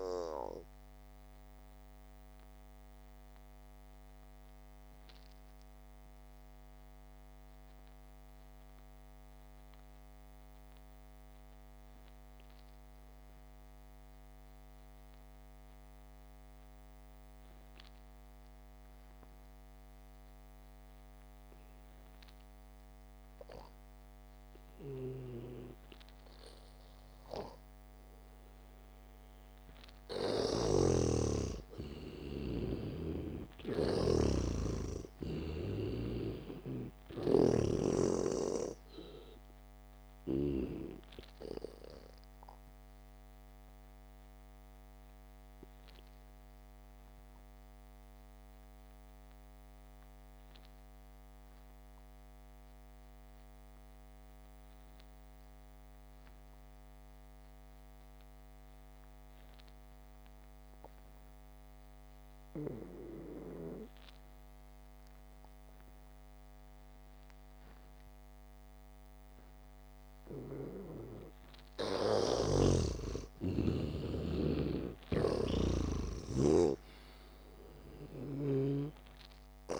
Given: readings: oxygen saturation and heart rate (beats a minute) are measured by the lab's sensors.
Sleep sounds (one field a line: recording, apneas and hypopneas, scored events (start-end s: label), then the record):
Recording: breathing in sleep by a microphone on the trachea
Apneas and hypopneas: 2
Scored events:
0.00-8.50 s: oxygen desaturation (device-marked, oxygen 93% lowest, heart rate 53 extreme)
4.50-26.50 s: mixed apnea (oxygen 97% before, 86% lowest, heart rate 56 before, 51 extreme)
10.50-21.50 s: oxygen desaturation (device-marked, oxygen 94% before, 88% lowest, heart rate 60 before, 51 extreme)
31.00-35.00 s: arousal
31.00-38.50 s: snoring (device-marked)
32.50-63.50 s: oxygen desaturation (device-marked, oxygen 97% before, 86% lowest, heart rate 64 before, 48 extreme)
43.50-64.00 s: obstructive apnea (oxygen 97% before, 86% lowest, heart rate 57 before, 48 extreme, up 0 after)
67.00-71.00 s: arousal
73.00-79.50 s: snoring (device-marked)
From the record:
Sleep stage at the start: N2 (light sleep)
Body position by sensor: on the back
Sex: male